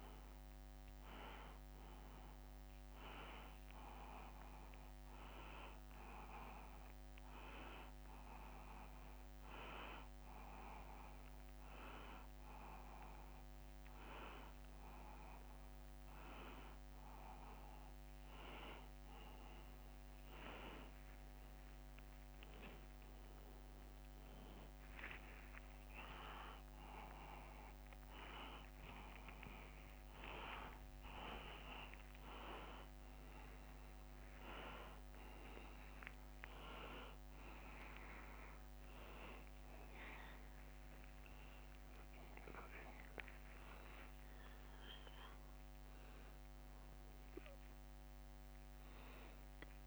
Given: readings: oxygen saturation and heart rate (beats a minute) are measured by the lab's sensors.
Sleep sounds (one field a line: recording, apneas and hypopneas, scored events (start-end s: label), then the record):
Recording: a person awake in a sleep study, by a microphone on the trachea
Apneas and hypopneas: none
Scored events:
0.00-6.50 s: drop in pulse transit time (device-marked, heart rate 92 extreme)
0.50-33.50 s: tachycardia (device-marked, heart rate 102 before, 189 extreme)
6.00-8.00 s: long interval between heartbeats (device-marked, heart rate 104 before, 120 extreme)
8.00-10.00 s: long interval between heartbeats (device-marked, heart rate 106 before, 138 extreme)
11.50-13.50 s: long interval between heartbeats (device-marked, heart rate 113 before, 145 extreme)
16.50-18.50 s: long interval between heartbeats (device-marked, heart rate 121 before, 122 extreme)
17.50-26.50 s: drop in pulse transit time (device-marked, heart rate 122 before, 101 extreme)
23.00-25.00 s: long interval between heartbeats (device-marked, heart rate 125 before, 101 extreme)
25.00-27.00 s: long interval between heartbeats (device-marked, heart rate 125 before, 128 extreme)
28.00-30.00 s: long interval between heartbeats (device-marked, heart rate 129 before, 168 extreme)
30.00-32.00 s: long interval between heartbeats (device-marked, heart rate 131 before, 181 extreme)
36.50-45.50 s: drop in pulse transit time (device-marked, heart rate 134 before, 94 extreme)
From the record:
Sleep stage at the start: awake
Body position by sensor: upright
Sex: male